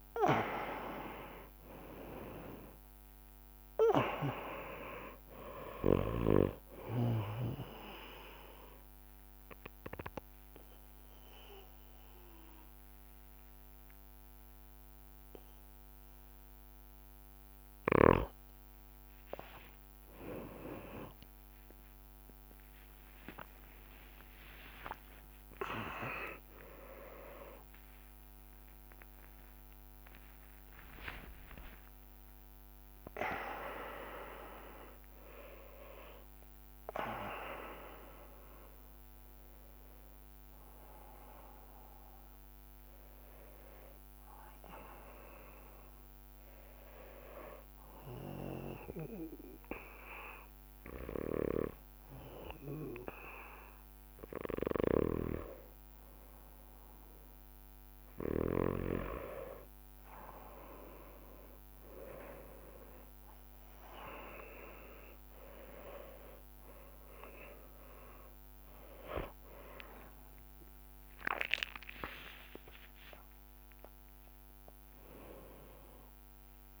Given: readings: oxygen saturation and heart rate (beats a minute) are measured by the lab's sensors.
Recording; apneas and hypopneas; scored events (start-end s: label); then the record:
breathing in sleep by a microphone on the trachea; 2
0.00-20.00 s: oxygen desaturation (device-marked, oxygen 94% lowest)
8.00-19.00 s: obstructive apnea (oxygen 98% before, 94% lowest)
20.50-25.50 s: arousal
25.50-27.50 s: long interval between heartbeats (device-marked)
30.00-47.00 s: bradycardia (device-marked)
47.50-57.50 s: hypopnea (oxygen 98% before, 96% lowest)
55.00-59.00 s: snoring (device-marked)
70.00-73.50 s: arousal
From the record:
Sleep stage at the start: N2 (light sleep); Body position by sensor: on the back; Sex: male